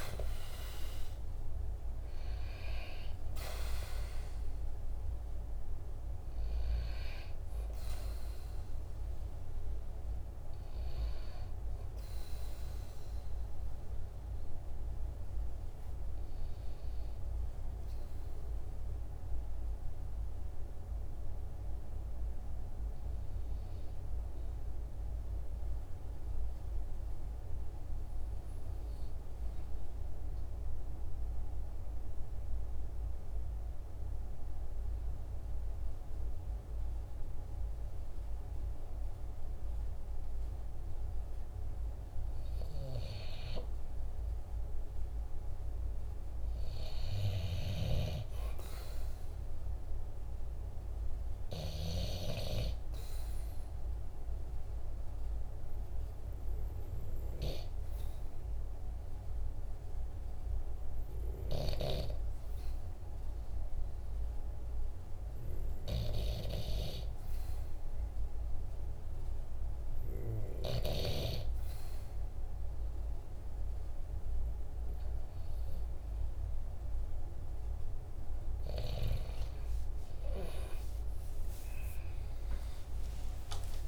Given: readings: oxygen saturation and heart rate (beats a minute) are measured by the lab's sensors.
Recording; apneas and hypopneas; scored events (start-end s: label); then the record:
breathing in sleep by a room microphone; 2
23.50-41.00 s: obstructive apnea (oxygen 95% before, 93% lowest, heart rate 46 before, 44 extreme, up 0 after)
43.50-47.50 s: arousal
50.50-70.50 s: oxygen desaturation (device-marked, oxygen 98% before, 93% lowest, heart rate 45 before, 44 extreme)
53.00-72.50 s: hypopnea (oxygen 98% before, 93% lowest, heart rate 45 before, 44 extreme, up 2 after)
81.00-83.88 s: arousal
From the record:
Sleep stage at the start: N2 (light sleep); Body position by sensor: on the back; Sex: male